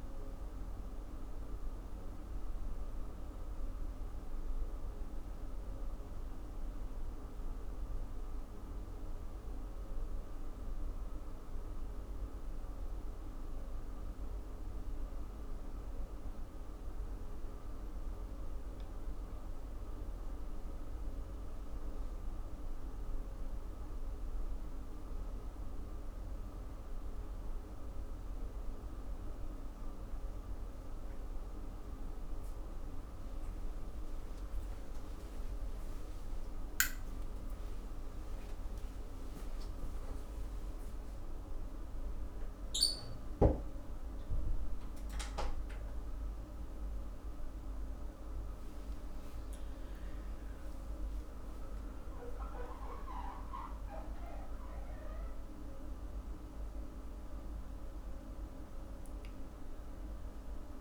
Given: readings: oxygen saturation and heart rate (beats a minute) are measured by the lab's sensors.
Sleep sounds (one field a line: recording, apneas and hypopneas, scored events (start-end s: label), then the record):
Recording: breathing in sleep, hard to hear, by a room microphone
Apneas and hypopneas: none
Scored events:
18.50-23.00 s: arousal
49.00-53.50 s: arousal
From the record:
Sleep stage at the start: N1 (lightest sleep)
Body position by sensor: on the back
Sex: female